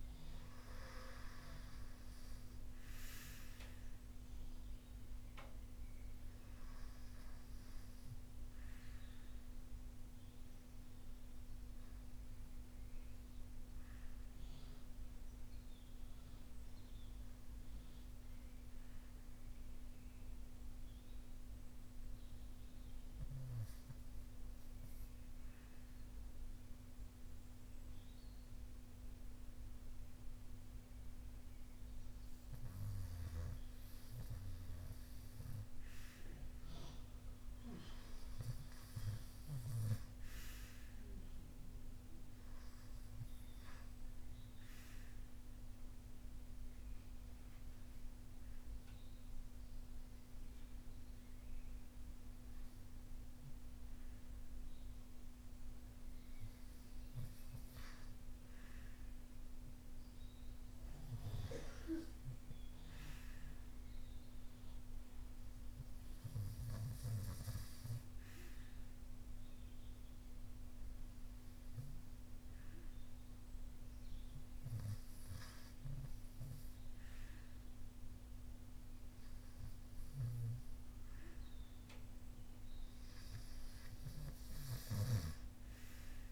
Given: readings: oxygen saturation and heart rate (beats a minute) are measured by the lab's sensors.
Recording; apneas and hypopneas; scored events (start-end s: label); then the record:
breathing in sleep, hard to hear, by a room microphone; 2
0.00-22.50 s: oxygen desaturation (device-marked, oxygen 93% lowest)
15.50-36.00 s: obstructive apnea (oxygen 97% before, 93% lowest)
39.00-43.00 s: arousal
42.50-69.50 s: oxygen desaturation (device-marked, oxygen 98% before, 93% lowest)
63.50-82.00 s: hypopnea (oxygen 98% before, 93% lowest)
84.50-86.32 s: arousal
From the record:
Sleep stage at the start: REM sleep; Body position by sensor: on the front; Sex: male